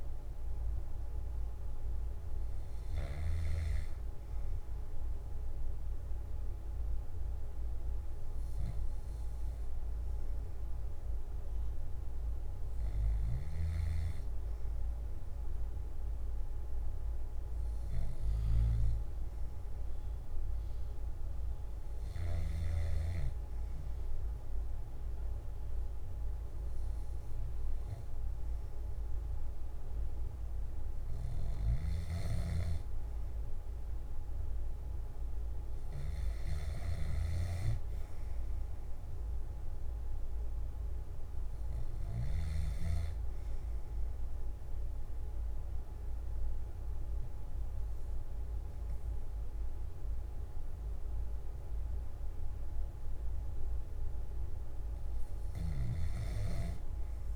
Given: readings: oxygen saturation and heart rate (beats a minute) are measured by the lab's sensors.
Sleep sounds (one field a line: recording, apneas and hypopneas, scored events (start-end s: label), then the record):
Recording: breathing in sleep, hard to hear, by a room microphone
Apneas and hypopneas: none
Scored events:
55.00-57.36 s: new sleep stage, N2 (light sleep)
From the record:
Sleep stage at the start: N1 (lightest sleep)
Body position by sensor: on the back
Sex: male